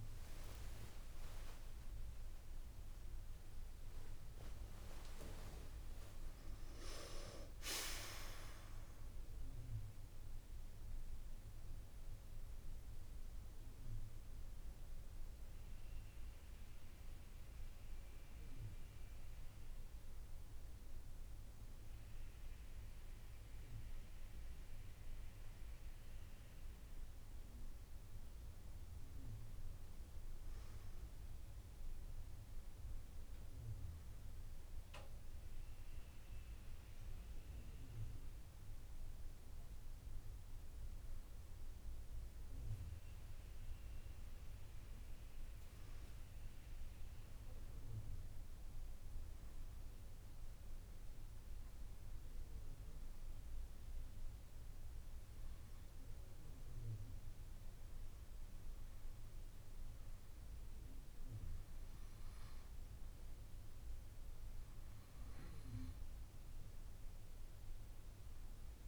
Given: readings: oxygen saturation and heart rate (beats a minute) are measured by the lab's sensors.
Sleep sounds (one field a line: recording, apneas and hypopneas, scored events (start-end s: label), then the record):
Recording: a person awake in a sleep study, hard to hear, by a room microphone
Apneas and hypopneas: none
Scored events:
45.50-68.88 s: new sleep stage, N1 (lightest sleep)
From the record:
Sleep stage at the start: awake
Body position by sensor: on the right side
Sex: female